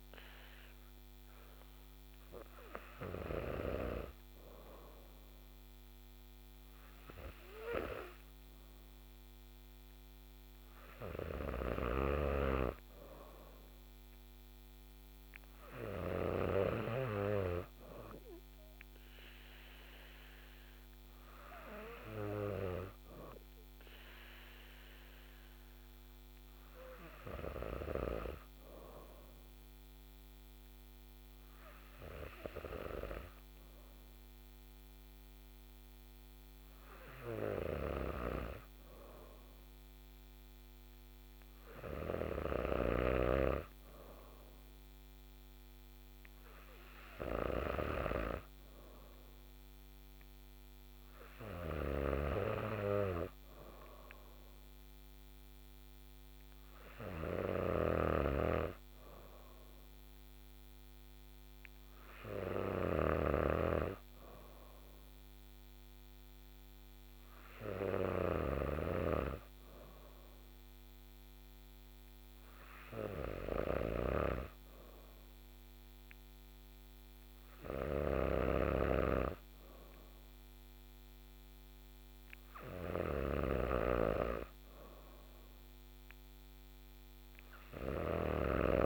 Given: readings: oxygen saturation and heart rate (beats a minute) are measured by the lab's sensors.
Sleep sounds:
breathing in sleep by a microphone on the trachea; none
11.50-16.50 s: snoring (device-marked)
51.50-88.86 s: snoring (device-marked)
From the record:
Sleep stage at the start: N3 (deep sleep); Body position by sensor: on the back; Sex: female

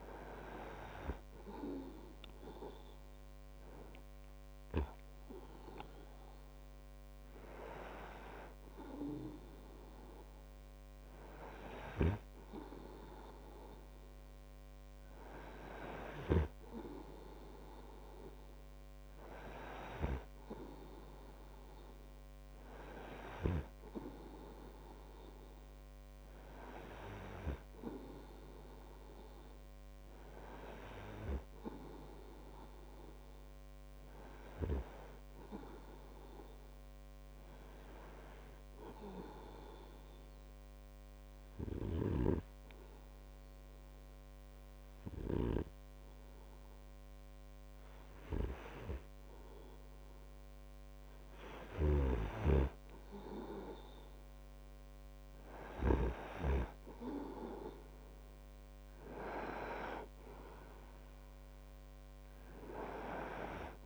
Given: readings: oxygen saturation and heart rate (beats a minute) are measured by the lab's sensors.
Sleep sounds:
breathing in sleep by a microphone on the trachea; 1
39.50-52.00 s: hypopnea (oxygen 98% before, 96% lowest)
52.00-56.50 s: snoring (device-marked)
57.00-61.50 s: arousal
From the record:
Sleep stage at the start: N2 (light sleep); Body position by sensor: on the right side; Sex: male

